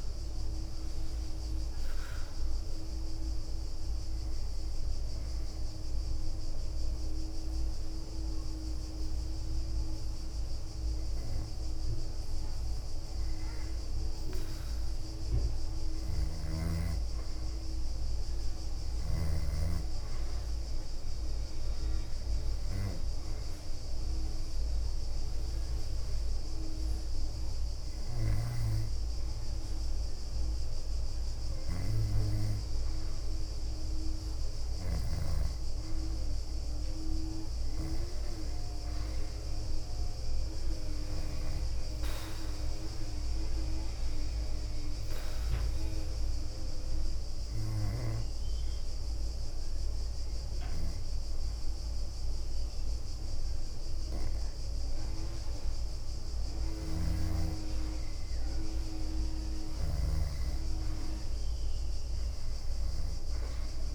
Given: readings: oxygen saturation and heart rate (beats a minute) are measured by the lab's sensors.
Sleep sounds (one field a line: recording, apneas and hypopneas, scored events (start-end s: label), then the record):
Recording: breathing in sleep by a room microphone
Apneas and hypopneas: 2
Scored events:
0.00-5.00 s: leg movement (device-marked)
0.00-17.00 s: oxygen desaturation (device-marked, oxygen 91% lowest, heart rate 60 extreme)
5.50-15.50 s: obstructive apnea (oxygen 96% before, 90% lowest, heart rate 68 before, 60 extreme, up 8 after)
14.50-16.50 s: leg movement (device-marked)
16.00-19.50 s: snoring (device-marked)
18.00-21.00 s: arousal
18.50-26.00 s: leg movement (device-marked)
22.00-33.00 s: oxygen desaturation (device-marked, oxygen 96% before, 93% lowest, heart rate 65 before, 66 extreme)
35.00-38.50 s: leg movement (device-marked)
36.50-40.00 s: arousal
40.50-48.50 s: leg movement (device-marked)
42.00-58.00 s: oxygen desaturation (device-marked, oxygen 94% before, 90% lowest, heart rate 68 before, 66 extreme)
45.50-56.00 s: hypopnea (oxygen 96% before, 90% lowest, heart rate 69 before, 66 extreme, up 5 after)
54.50-57.50 s: leg movement (device-marked)
59.00-63.50 s: leg movement (device-marked)
61.00-63.95 s: arousal
From the record:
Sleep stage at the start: N2 (light sleep)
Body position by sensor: on the back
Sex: female